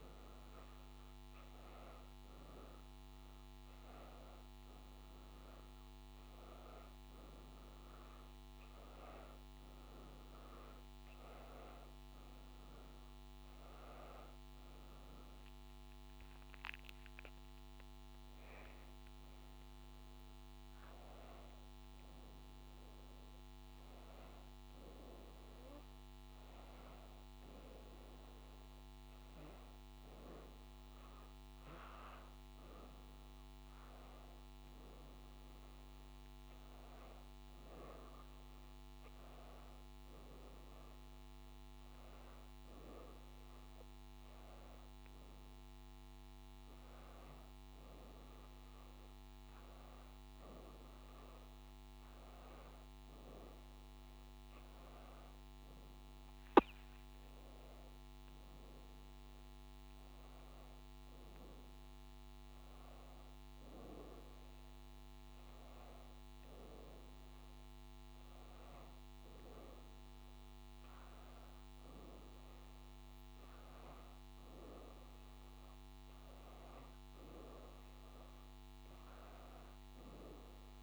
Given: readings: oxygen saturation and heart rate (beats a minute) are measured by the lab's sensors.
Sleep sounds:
breathing in sleep by a microphone on the trachea; none
15.50-20.00 s: arousal
75.50-80.83 s: new sleep stage, awake
From the record:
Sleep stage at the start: N1 (lightest sleep); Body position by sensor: on the back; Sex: female

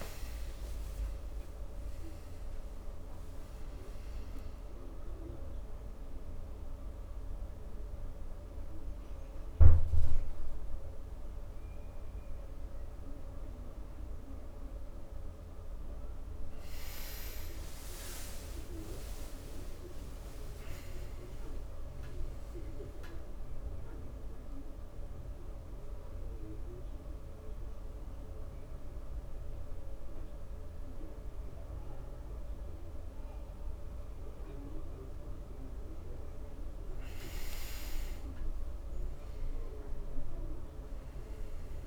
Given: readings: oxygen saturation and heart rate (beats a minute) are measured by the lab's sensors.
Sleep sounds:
breathing in sleep, hard to hear, by a room microphone; 2
6.50-17.50 s: central apnea (oxygen 96% before, 94% lowest)
18.50-21.50 s: arousal
26.00-37.00 s: mixed apnea (oxygen 97% before, 96% lowest)
27.50-41.87 s: new sleep stage, N2 (light sleep)
40.00-41.87 s: arousal
From the record:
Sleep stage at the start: N1 (lightest sleep); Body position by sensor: on the right side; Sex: male

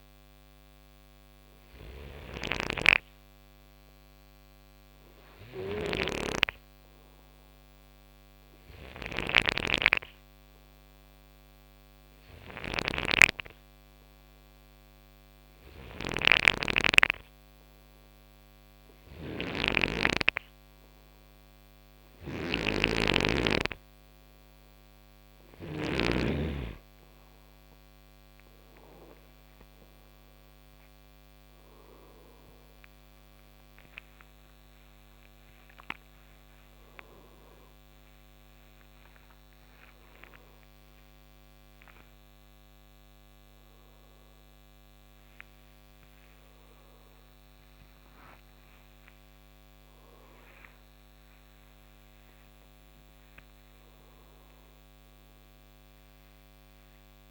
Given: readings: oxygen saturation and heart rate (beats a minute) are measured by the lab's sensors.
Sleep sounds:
a person partly awake in a sleep study, by a microphone on the trachea; 1
0.00-25.50 s: snoring (device-marked)
8.00-22.00 s: hypopnea (oxygen 95% before, 91% lowest, heart rate 58 before, 54 extreme, up 9 after)
35.00-57.31 s: new sleep stage, awake
From the record:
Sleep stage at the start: N2 (light sleep); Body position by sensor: on the right side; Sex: male

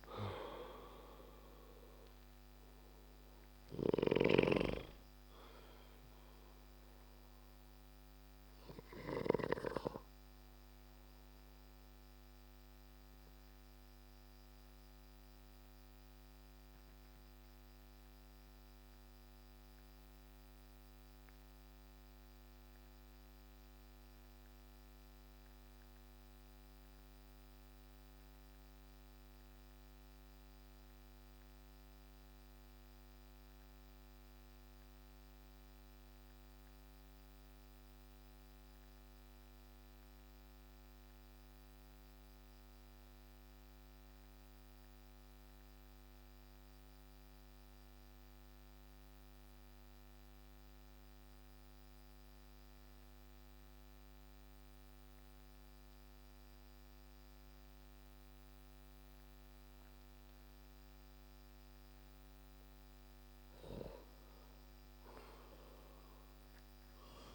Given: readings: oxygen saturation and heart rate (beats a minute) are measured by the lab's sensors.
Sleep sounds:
breathing in sleep by a microphone on the trachea; 1
0.00-11.00 s: oxygen desaturation (device-marked, oxygen 91% lowest)
6.00-62.50 s: obstructive apnea (oxygen 96% before, 90% lowest)
60.00-67.35 s: oxygen desaturation (device-marked, oxygen 97% before, 92% lowest)
64.00-66.50 s: arousal
From the record:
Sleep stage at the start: N2 (light sleep); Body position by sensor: on the back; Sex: male

